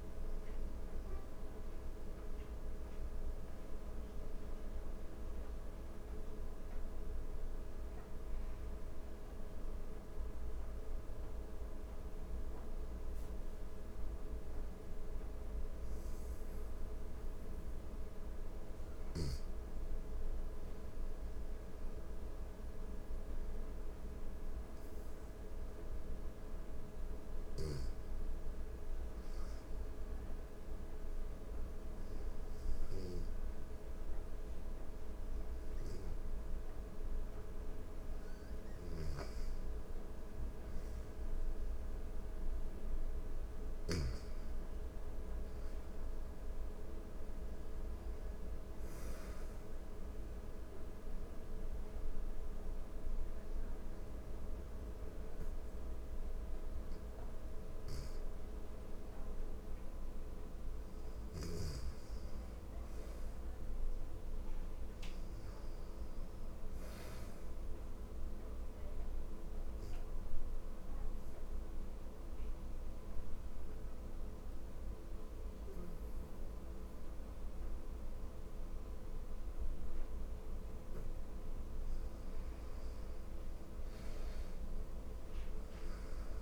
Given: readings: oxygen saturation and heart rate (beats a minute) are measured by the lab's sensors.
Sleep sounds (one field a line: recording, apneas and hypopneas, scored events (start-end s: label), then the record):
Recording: breathing in sleep, hard to hear, by a room microphone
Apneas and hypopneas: 4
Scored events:
0.00-10.50 s: oxygen desaturation (device-marked, oxygen 87% lowest, heart rate 77 extreme)
7.00-18.00 s: hypopnea (oxygen 97% before, 91% lowest, heart rate 81 before, 76 extreme, up 2 after)
19.50-23.50 s: arousal
21.50-46.50 s: oxygen desaturation (device-marked, oxygen 98% before, 91% lowest, heart rate 79 before, 76 extreme)
29.50-40.00 s: obstructive apnea (oxygen 98% before, 86% lowest, heart rate 79 before, 76 extreme, up 3 after)
38.00-43.50 s: snoring (device-marked)
42.00-45.00 s: arousal
48.50-59.00 s: obstructive apnea (oxygen 97% before, 86% lowest, heart rate 77 before, 77 extreme, up 2 after)
61.00-65.50 s: arousal
68.00-80.00 s: obstructive apnea (oxygen 96% before, 86% lowest, heart rate 79 before, 79 extreme, up 0 after)
70.50-77.50 s: oxygen desaturation (device-marked, oxygen 96% before, 91% lowest, heart rate 79 before, 79 extreme)
81.50-85.00 s: arousal
From the record:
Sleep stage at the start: N2 (light sleep)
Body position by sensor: on the back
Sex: female